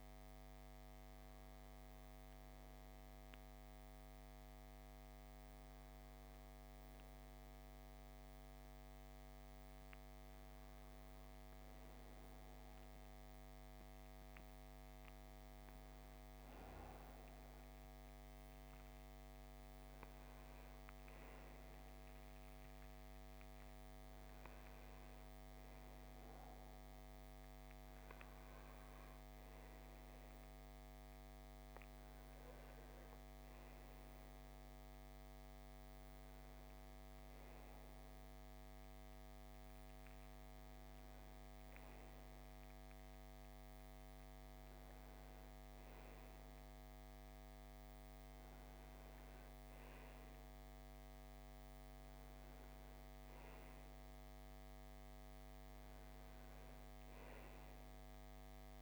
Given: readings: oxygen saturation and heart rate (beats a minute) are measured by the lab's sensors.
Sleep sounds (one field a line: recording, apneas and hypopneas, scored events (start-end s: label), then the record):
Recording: breathing in sleep, hard to hear, by a microphone on the trachea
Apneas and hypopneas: none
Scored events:
0.00-5.00 s: oxygen desaturation (device-marked, oxygen 85% lowest)
20.00-51.00 s: oxygen desaturation (device-marked, oxygen 98% before, 92% lowest, heart rate 40 before, 56 extreme)
From the record:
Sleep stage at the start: N2 (light sleep)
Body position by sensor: on the right side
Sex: male